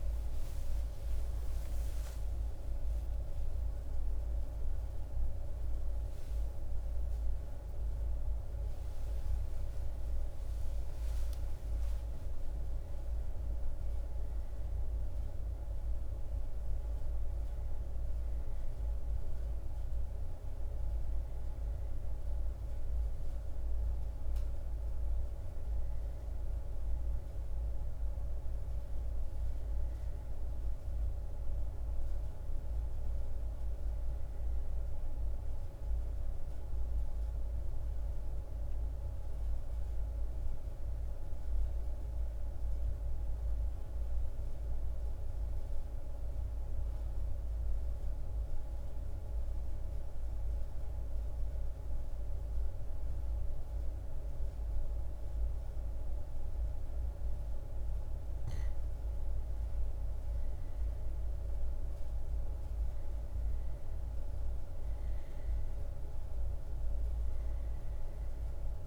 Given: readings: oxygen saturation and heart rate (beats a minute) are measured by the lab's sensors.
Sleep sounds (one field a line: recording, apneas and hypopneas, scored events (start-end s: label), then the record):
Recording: a person partly awake in a sleep study, hard to hear, by a room microphone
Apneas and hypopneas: 1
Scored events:
25.50-68.87 s: new sleep stage, N1 (lightest sleep)
36.50-57.50 s: mixed apnea (oxygen 100% before, 94% lowest, heart rate 42 before, 40 extreme, up 2 after)
58.50-68.87 s: oxygen desaturation (device-marked, oxygen 98% before, 94% lowest, heart rate 40 before, 40 extreme)
59.50-64.50 s: arousal
From the record:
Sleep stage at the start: awake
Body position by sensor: on the back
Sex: male